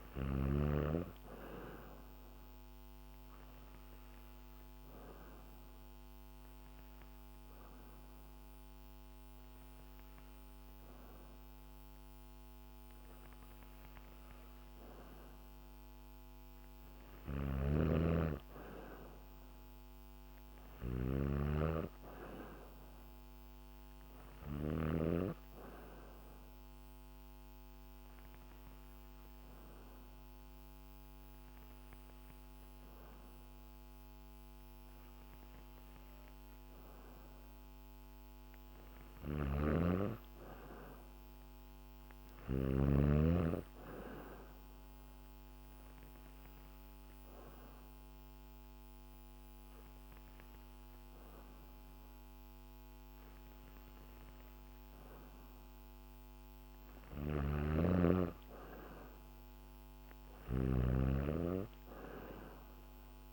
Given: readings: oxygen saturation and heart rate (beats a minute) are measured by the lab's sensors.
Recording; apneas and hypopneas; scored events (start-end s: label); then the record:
breathing in sleep by a microphone on the trachea; 3
2.50-13.00 s: hypopnea (oxygen 95% before, 92% lowest, heart rate 70 before, 68 extreme, up 0 after)
16.50-24.50 s: snoring (device-marked)
19.00-22.00 s: arousal
26.50-37.00 s: hypopnea (oxygen 95% before, 92% lowest, heart rate 70 before, 68 extreme, up 1 after)
38.50-42.50 s: snoring (device-marked)
39.50-42.50 s: arousal
45.50-57.50 s: hypopnea (oxygen 95% before, 92% lowest, heart rate 70 before, 68 extreme, up 4 after)
56.50-63.33 s: snoring (device-marked)
59.50-62.50 s: arousal
From the record:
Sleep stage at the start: N2 (light sleep); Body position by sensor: on the back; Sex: female